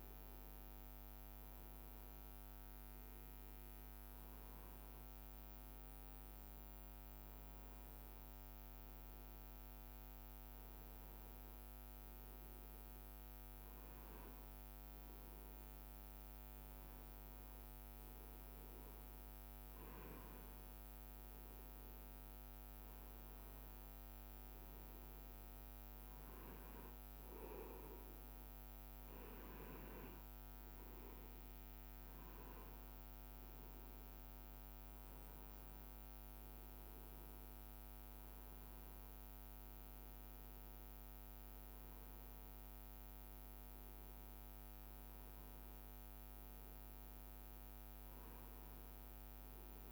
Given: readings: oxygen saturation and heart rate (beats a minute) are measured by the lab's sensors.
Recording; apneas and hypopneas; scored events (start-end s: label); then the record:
breathing in sleep, hard to hear, by a microphone on the trachea; none
none scored
From the record:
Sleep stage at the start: N2 (light sleep); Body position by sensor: on the right side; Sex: male